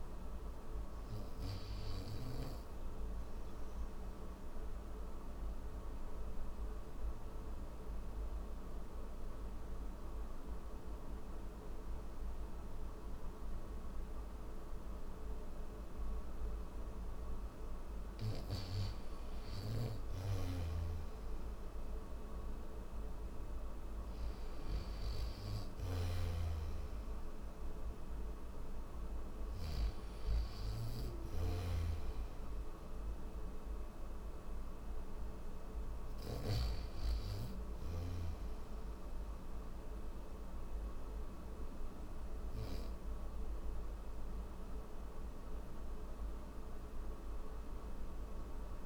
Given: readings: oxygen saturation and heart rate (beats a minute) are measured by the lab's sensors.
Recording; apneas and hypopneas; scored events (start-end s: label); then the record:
breathing in sleep, hard to hear, by a room microphone; none
20.00-29.50 s: snoring (device-marked)
21.50-40.50 s: oxygen desaturation (device-marked, oxygen 96% before, 89% lowest, heart rate 65 before, 66 extreme)
From the record:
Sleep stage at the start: N3 (deep sleep); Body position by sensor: on the back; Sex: male